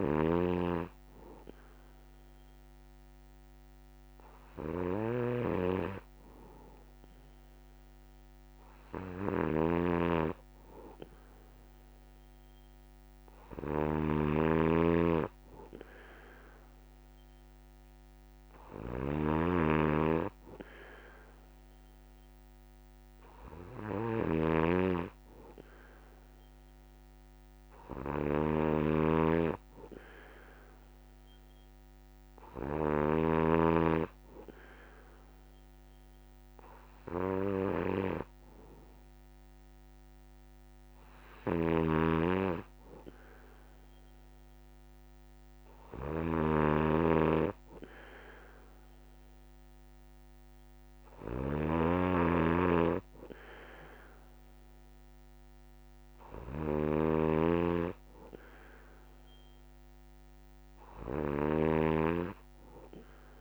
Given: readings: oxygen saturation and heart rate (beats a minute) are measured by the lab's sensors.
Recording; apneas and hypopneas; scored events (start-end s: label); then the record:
breathing in sleep by a microphone on the trachea; none
0.00-33.00 s: snoring (device-marked)
41.00-61.50 s: snoring (device-marked)
From the record:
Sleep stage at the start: N3 (deep sleep); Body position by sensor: on the back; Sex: male